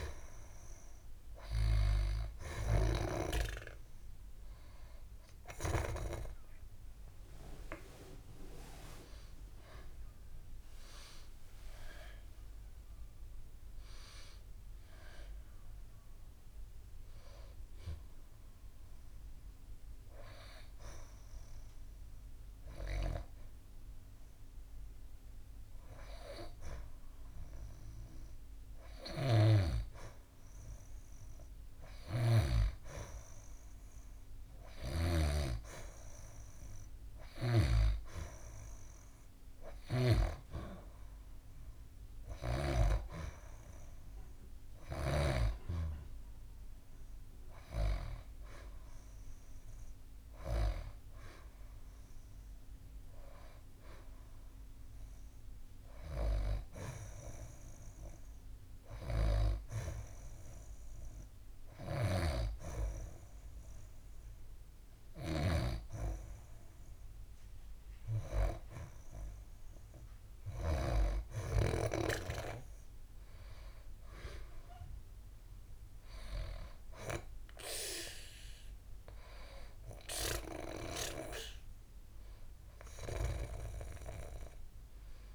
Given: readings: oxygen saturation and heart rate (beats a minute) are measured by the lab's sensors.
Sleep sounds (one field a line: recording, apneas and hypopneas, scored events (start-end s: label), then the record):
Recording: breathing in sleep by a room microphone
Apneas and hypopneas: none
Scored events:
3.50-19.50 s: oxygen desaturation (device-marked, oxygen 92% before, 89% lowest, heart rate 76 before, 71 extreme)
7.50-10.50 s: arousal
39.50-49.50 s: oxygen desaturation (device-marked, oxygen 93% before, 89% lowest, heart rate 74 before, 75 extreme)
From the record:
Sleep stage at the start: N2 (light sleep)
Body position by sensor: on the back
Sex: female